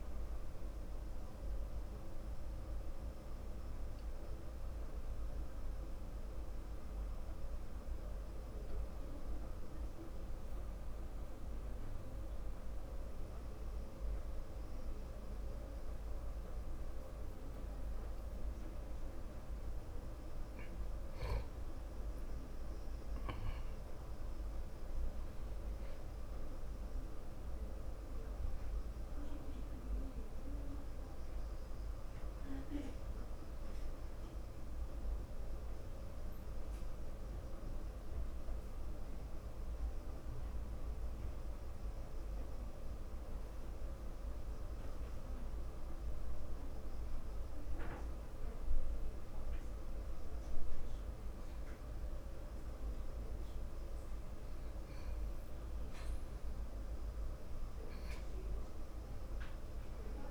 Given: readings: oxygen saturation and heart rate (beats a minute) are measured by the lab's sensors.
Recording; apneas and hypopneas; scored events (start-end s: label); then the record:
breathing in sleep, hard to hear, by a room microphone; 2
5.50-18.00 s: hypopnea (oxygen 97% before, 91% lowest, heart rate 79 before, 55 extreme, up 3 after)
25.00-28.50 s: arousal
39.50-52.50 s: hypopnea (oxygen 97% before, 91% lowest, heart rate 56 before, 54 extreme, up 0 after)
56.00-60.31 s: arousal
From the record:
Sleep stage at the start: N2 (light sleep); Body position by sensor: on the back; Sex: male